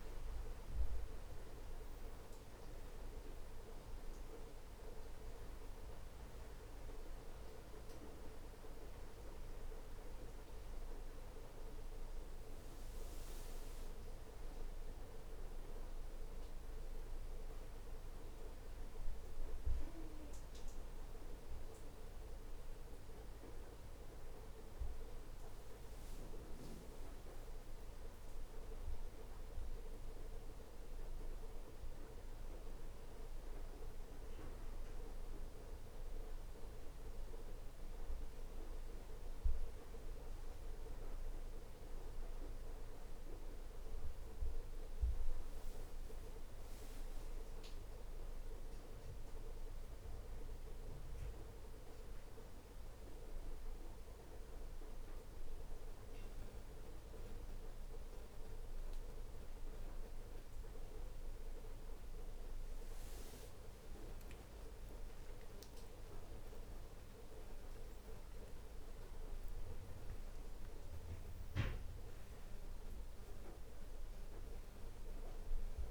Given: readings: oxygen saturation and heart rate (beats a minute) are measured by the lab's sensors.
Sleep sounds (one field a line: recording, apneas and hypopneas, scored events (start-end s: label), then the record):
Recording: a person partly awake in a sleep study, hard to hear, by a room microphone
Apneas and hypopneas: none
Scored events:
7.50-67.50 s: new sleep stage, N1 (lightest sleep)
67.50-75.91 s: new sleep stage, awake
From the record:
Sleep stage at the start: awake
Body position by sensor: on the right side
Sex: male